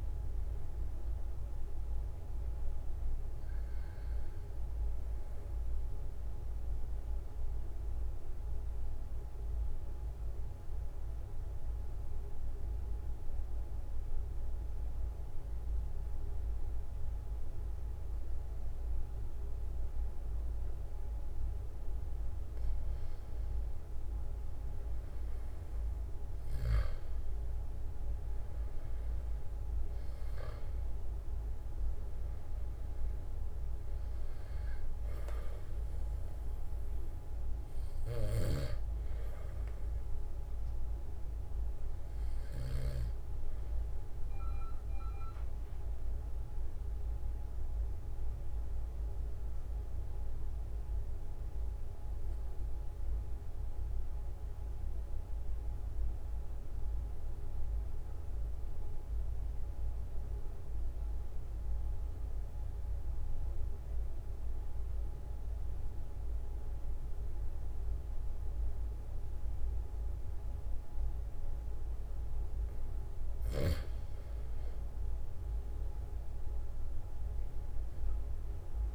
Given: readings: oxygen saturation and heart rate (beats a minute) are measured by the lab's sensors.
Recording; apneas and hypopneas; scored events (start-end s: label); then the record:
breathing in sleep, hard to hear, by a room microphone; 2
5.50-22.50 s: mixed apnea (oxygen 97% before, 93% lowest, heart rate 70 before, 42 extreme, up 4 after)
26.00-31.00 s: arousal
38.50-43.00 s: snoring (device-marked)
39.50-54.50 s: oxygen desaturation (device-marked, oxygen 96% before, 93% lowest, heart rate 45 before, 42 extreme)
53.00-73.00 s: obstructive apnea (oxygen 97% before, 90% lowest, heart rate 44 before, 42 extreme, up 3 after)
75.50-78.95 s: arousal
75.50-78.95 s: oxygen desaturation (device-marked, oxygen 96% before, 90% lowest, heart rate 45 before, 42 extreme)
From the record:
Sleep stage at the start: N2 (light sleep); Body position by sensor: on the back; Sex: male